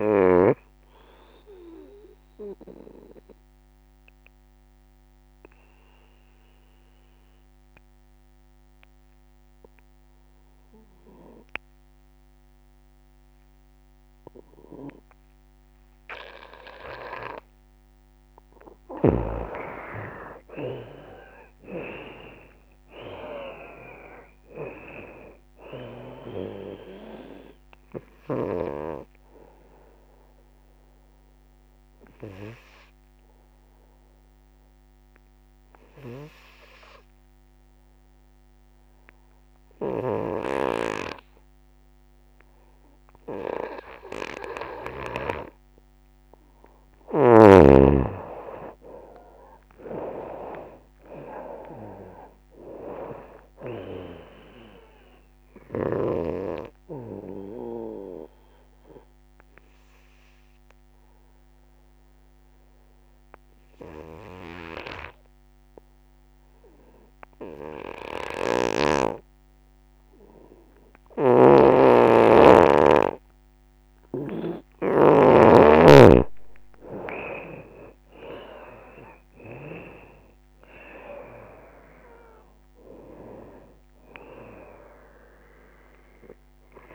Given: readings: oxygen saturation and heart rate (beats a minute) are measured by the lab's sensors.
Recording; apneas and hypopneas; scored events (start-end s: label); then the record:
breathing in sleep by a microphone on the trachea; 3
0.00-3.50 s: drop in pulse transit time (device-marked, heart rate 66 extreme)
0.00-15.50 s: oxygen desaturation (device-marked, oxygen 86% lowest, heart rate 63 extreme)
2.50-17.50 s: obstructive apnea (oxygen 96% before, 84% lowest, heart rate 75 before, 63 extreme, up 21 after)
19.50-23.50 s: arousal
20.50-31.50 s: drop in pulse transit time (device-marked, heart rate 68 before, 71 extreme)
25.50-43.50 s: oxygen desaturation (device-marked, oxygen 96% before, 84% lowest, heart rate 70 before, 63 extreme)
30.50-46.50 s: obstructive apnea (oxygen 96% before, 84% lowest, heart rate 75 before, 64 extreme, up 20 after)
47.50-59.50 s: drop in pulse transit time (device-marked, heart rate 71 before, 72 extreme)
48.50-70.50 s: oxygen desaturation (device-marked, oxygen 96% before, 86% lowest, heart rate 70 before, 64 extreme)
49.00-53.50 s: arousal
57.00-74.50 s: obstructive apnea (oxygen 96% before, 84% lowest, heart rate 76 before, 64 extreme, up 19 after)
76.00-80.50 s: arousal
76.50-86.95 s: drop in pulse transit time (device-marked, heart rate 72 before, 69 extreme)
76.50-86.95 s: oxygen desaturation (device-marked, oxygen 95% before, 84% lowest, heart rate 72 before, 56 extreme)
From the record:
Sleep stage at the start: N2 (light sleep); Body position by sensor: on the right side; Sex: female